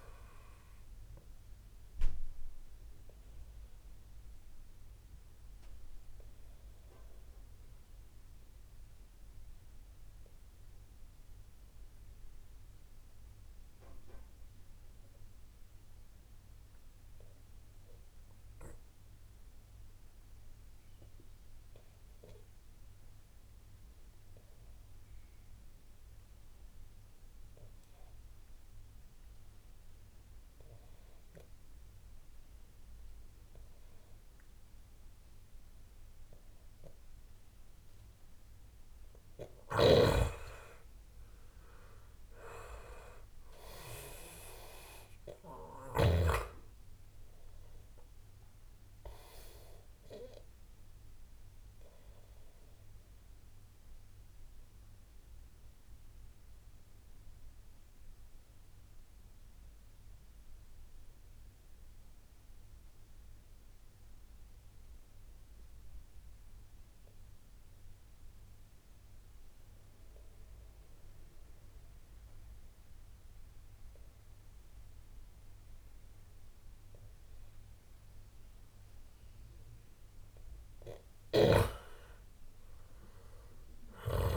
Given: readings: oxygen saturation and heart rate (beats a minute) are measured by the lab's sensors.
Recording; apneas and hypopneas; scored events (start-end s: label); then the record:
breathing in sleep by a room microphone; 2
0.00-11.00 s: oxygen desaturation (device-marked, oxygen 91% lowest)
1.50-38.00 s: obstructive apnea (oxygen 97% before, 87% lowest)
13.00-23.00 s: oxygen desaturation (device-marked, oxygen 95% before, 90% lowest)
35.00-69.00 s: oxygen desaturation (device-marked, oxygen 97% before, 87% lowest)
39.50-42.50 s: arousal
53.00-78.50 s: obstructive apnea (oxygen 97% before, 87% lowest, heart rate 47 before, 28 extreme, up 45 after)
81.00-84.37 s: arousal
From the record:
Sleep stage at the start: N2 (light sleep); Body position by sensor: on the back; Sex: male